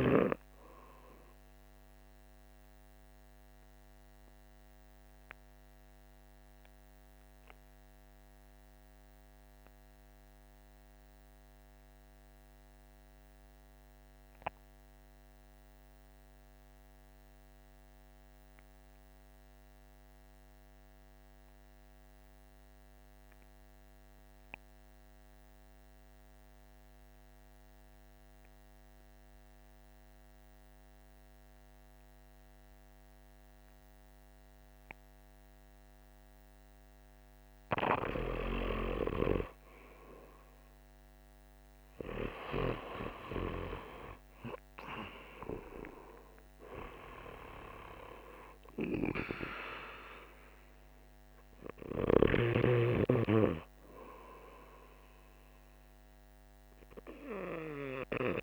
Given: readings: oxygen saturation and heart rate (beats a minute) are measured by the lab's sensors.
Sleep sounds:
breathing in sleep by a microphone on the trachea; 1
0.00-11.00 s: oxygen desaturation (device-marked, oxygen 79% lowest, heart rate 52 extreme)
2.50-37.00 s: obstructive apnea (oxygen 96% before, 74% lowest, heart rate 61 before, 52 extreme, up 14 after)
22.00-58.43 s: oxygen desaturation (device-marked, oxygen 98% before, 74% lowest, heart rate 52 before, 50 extreme)
39.00-43.00 s: arousal
From the record:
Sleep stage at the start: REM sleep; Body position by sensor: on the back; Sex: male

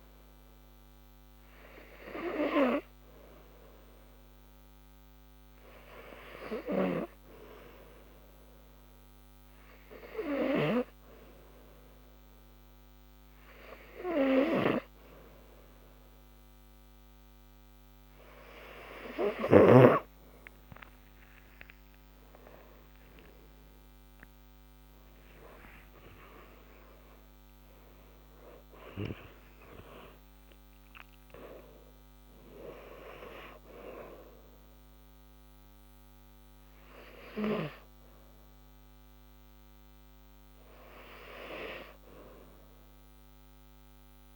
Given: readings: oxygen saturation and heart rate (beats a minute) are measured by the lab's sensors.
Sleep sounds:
breathing in sleep by a microphone on the trachea; none
12.00-44.36 s: new sleep stage, N2 (light sleep)
21.50-29.00 s: arousal
From the record:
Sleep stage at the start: N3 (deep sleep); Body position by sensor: on the back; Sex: female

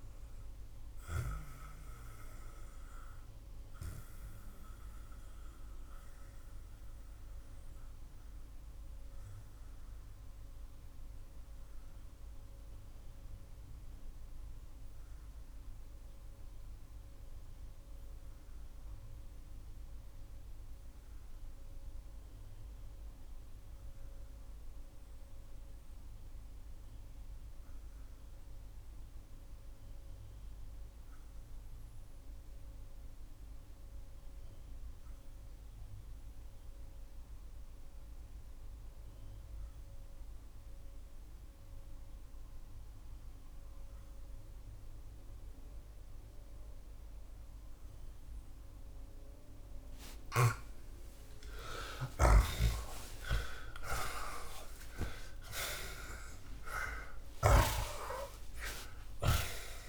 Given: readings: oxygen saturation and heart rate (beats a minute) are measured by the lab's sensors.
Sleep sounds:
breathing in sleep by a room microphone; 1
0.00-9.50 s: oxygen desaturation (device-marked, oxygen 89% lowest)
0.50-50.50 s: mixed apnea (oxygen 92% before, 70% lowest)
17.50-37.50 s: oxygen desaturation (device-marked, oxygen 90% before, 80% lowest)
53.00-57.50 s: arousal
From the record:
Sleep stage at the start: REM sleep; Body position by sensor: on the back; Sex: male

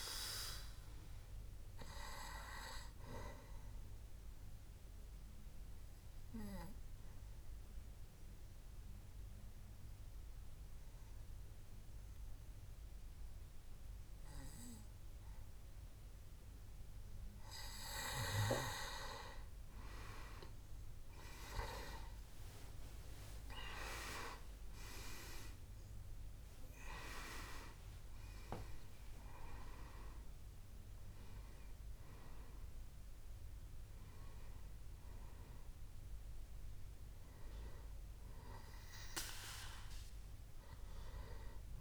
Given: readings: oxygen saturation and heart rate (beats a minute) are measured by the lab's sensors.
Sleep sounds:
breathing in sleep by a room microphone; 1
3.00-18.00 s: obstructive apnea (oxygen 98% before, 91% lowest, heart rate 66 before, 62 extreme, up 11 after)
20.00-24.50 s: arousal
24.50-41.81 s: oxygen desaturation (device-marked, oxygen 97% before, 91% lowest, heart rate 65 before, 62 extreme)
From the record:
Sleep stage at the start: N2 (light sleep); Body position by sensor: on the back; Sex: male

